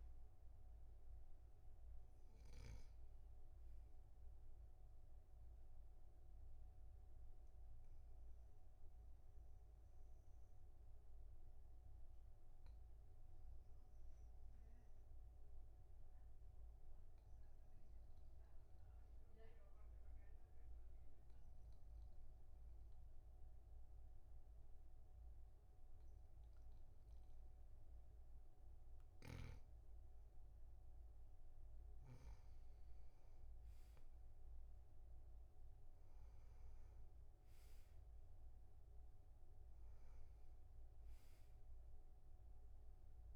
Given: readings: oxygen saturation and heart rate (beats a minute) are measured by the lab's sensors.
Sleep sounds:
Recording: breathing in sleep, hard to hear, by a room microphone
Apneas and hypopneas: 1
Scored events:
5.50-29.00 s: obstructive apnea (oxygen 99% before, 95% lowest, heart rate 50 before, 42 extreme, up 10 after)
32.50-37.50 s: arousal
From the record:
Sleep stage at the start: N2 (light sleep)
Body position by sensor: on the back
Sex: male

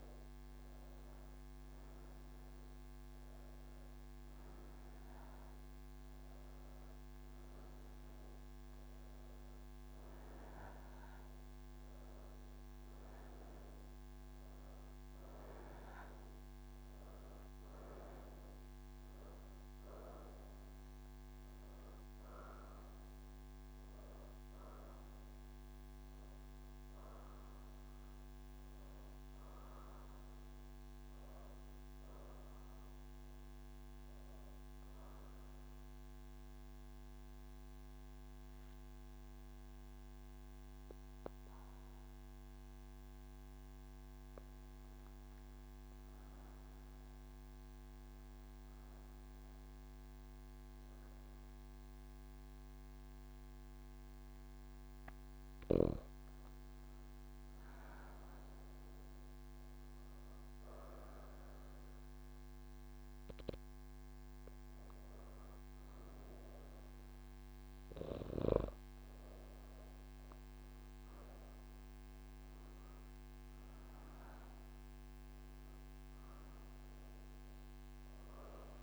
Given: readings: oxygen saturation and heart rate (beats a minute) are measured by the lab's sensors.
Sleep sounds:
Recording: breathing in sleep, hard to hear, by a microphone on the trachea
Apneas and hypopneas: none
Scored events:
0.00-9.00 s: oxygen desaturation (device-marked, oxygen 94% lowest)
14.00-38.00 s: oxygen desaturation (device-marked, oxygen 95% before, 90% lowest)
73.00-78.83 s: oxygen desaturation (device-marked, oxygen 98% before, 95% lowest)
From the record:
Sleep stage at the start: N1 (lightest sleep)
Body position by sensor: on the right side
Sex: female

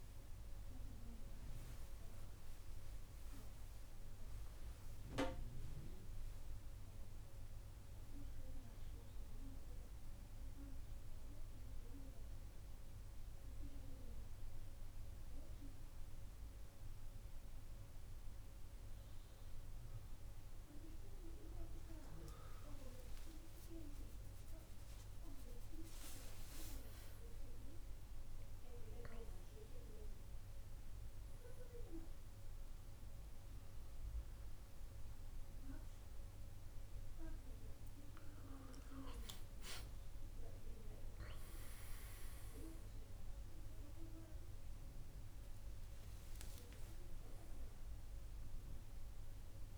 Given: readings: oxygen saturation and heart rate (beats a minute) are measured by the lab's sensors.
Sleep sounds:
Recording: breathing in sleep by a room microphone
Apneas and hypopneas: 1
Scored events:
13.00-24.00 s: hypopnea (oxygen 96% before, 96% lowest, heart rate 95 before, 72 extreme, up 9 after)
24.00-27.50 s: arousal
From the record:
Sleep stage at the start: N2 (light sleep)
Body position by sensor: on the right side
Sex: male

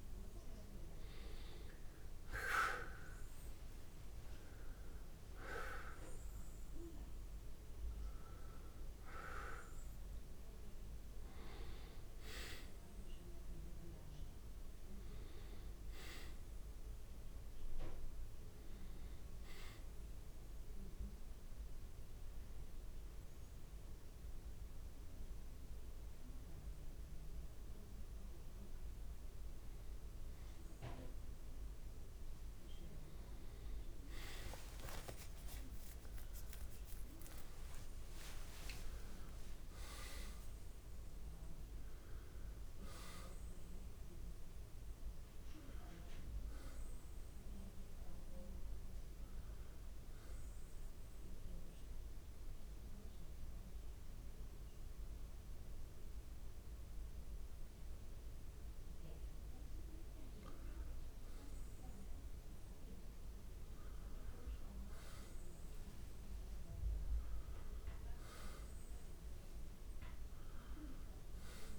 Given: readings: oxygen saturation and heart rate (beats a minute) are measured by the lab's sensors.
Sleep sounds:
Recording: breathing in sleep by a room microphone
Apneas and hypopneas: 2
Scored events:
2.50-23.50 s: oxygen desaturation (device-marked, oxygen 92% before, 87% lowest)
3.50-8.00 s: arousal
20.50-30.50 s: hypopnea (oxygen 92% before, 91% lowest)
35.00-39.50 s: arousal
38.50-58.50 s: oxygen desaturation (device-marked, oxygen 96% before, 91% lowest, heart rate 36 before, 29 extreme)
50.50-60.50 s: hypopnea (oxygen 96% before, 90% lowest, heart rate 55 before, 29 extreme, up 5 after)
64.00-68.00 s: arousal
From the record:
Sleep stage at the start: N2 (light sleep)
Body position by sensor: on the back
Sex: male

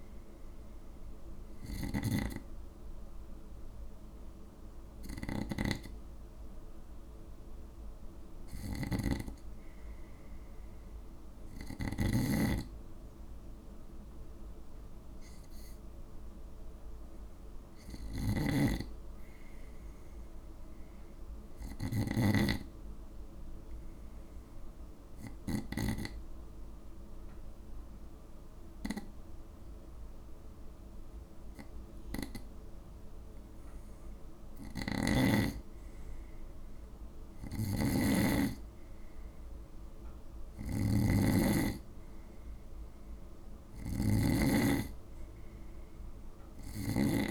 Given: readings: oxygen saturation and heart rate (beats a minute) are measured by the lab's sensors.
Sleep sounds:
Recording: breathing in sleep by a room microphone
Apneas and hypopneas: 2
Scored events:
0.00-12.00 s: snoring (device-marked)
1.00-12.00 s: hypopnea (oxygen 97% before, 92% lowest, heart rate 58 before, 52 extreme, up 3 after)
14.50-18.00 s: arousal
18.00-26.00 s: snoring (device-marked)
23.00-34.00 s: obstructive apnea (oxygen 97% before, 92% lowest, heart rate 54 before, 55 extreme, up 3 after)
34.50-47.00 s: snoring (device-marked)
37.00-40.50 s: arousal
From the record:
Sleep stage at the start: N2 (light sleep)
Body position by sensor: on the right side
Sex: male

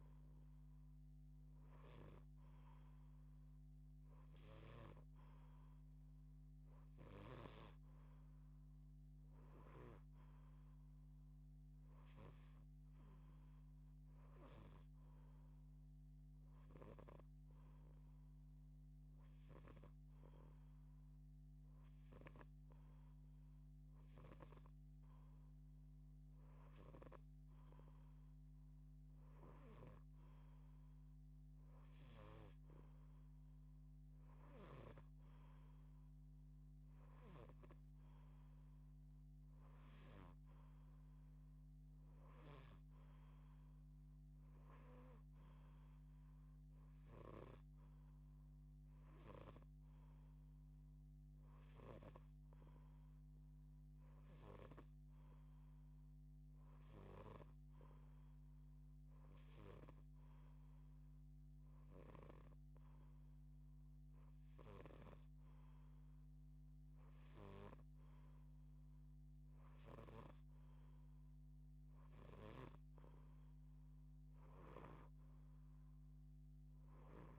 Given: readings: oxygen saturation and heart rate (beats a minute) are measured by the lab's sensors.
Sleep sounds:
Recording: breathing in sleep by a microphone on the trachea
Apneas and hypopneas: 1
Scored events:
34.00-39.00 s: arousal
46.00-65.50 s: hypopnea (oxygen 91% before, 89% lowest)
46.50-51.50 s: snoring (device-marked)
64.00-69.50 s: snoring (device-marked)
68.00-72.50 s: arousal
From the record:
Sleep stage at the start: N2 (light sleep)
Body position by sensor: on the left side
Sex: female

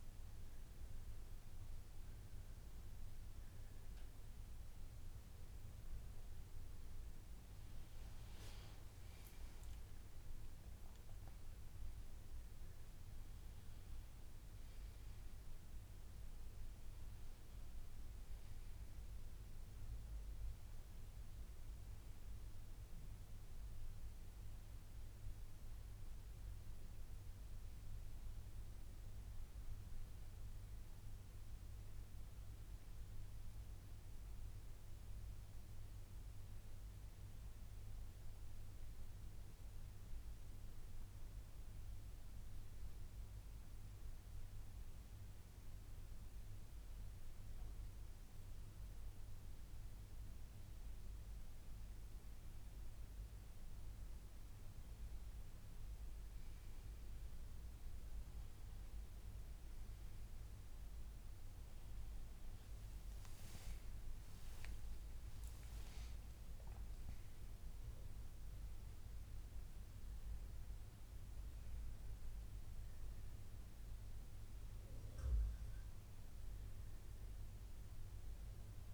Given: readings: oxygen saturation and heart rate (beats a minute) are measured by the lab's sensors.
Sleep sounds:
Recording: breathing in sleep, hard to hear, by a room microphone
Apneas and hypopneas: 1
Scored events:
4.50-10.50 s: arousal
30.00-45.00 s: hypopnea (oxygen 97% before, 95% lowest, heart rate 140 before, 141 extreme, up 1 after)
63.50-78.94 s: new sleep stage, awake
From the record:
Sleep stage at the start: N1 (lightest sleep)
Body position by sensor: on the back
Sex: male

